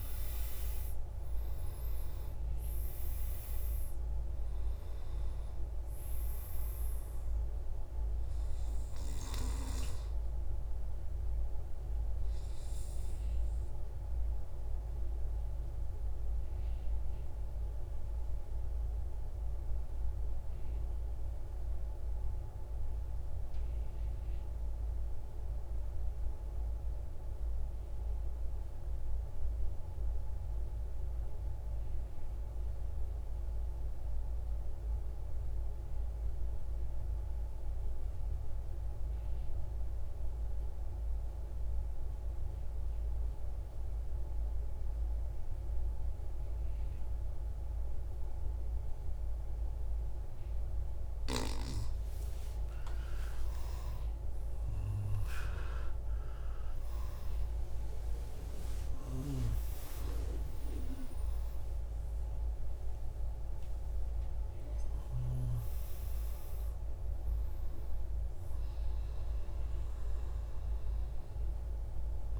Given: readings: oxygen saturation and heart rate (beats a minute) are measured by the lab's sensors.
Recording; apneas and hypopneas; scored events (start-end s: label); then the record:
breathing in sleep, hard to hear, by a room microphone; 1
0.00-23.00 s: oxygen desaturation (device-marked, oxygen 91% lowest, heart rate 39 extreme)
13.00-51.50 s: mixed apnea (oxygen 98% before, 88% lowest, heart rate 126 before, 27 extreme, up 43 after)
43.00-72.40 s: oxygen desaturation (device-marked, oxygen 98% before, 88% lowest, heart rate 139 before, 27 extreme)
52.00-57.50 s: arousal
From the record:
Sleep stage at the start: N2 (light sleep); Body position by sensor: on the right side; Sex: male